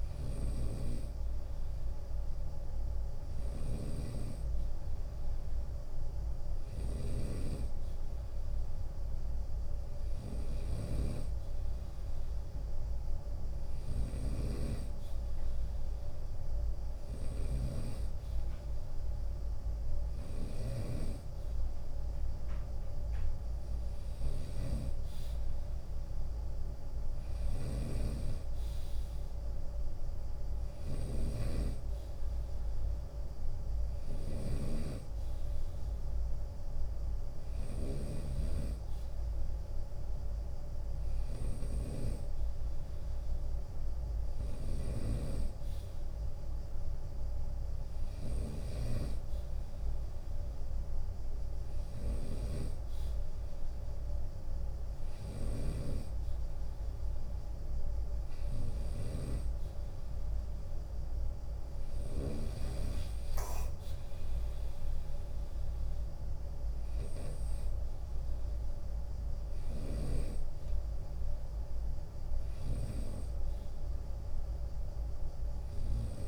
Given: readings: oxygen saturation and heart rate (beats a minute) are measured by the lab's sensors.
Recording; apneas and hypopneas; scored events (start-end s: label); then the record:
breathing in sleep by a room microphone; none
0.00-20.00 s: snoring (device-marked)
20.00-35.00 s: drop in pulse transit time (device-marked, heart rate 79 before, 76 extreme)
22.00-24.00 s: long interval between heartbeats (device-marked, heart rate 79 before, 83 extreme)
26.50-61.50 s: snoring (device-marked)
28.50-30.50 s: long interval between heartbeats (device-marked, heart rate 80 before, 86 extreme)
63.00-76.00 s: drop in pulse transit time (device-marked, heart rate 78 before, 69 extreme)
From the record:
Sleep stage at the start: N2 (light sleep); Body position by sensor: on the right side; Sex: male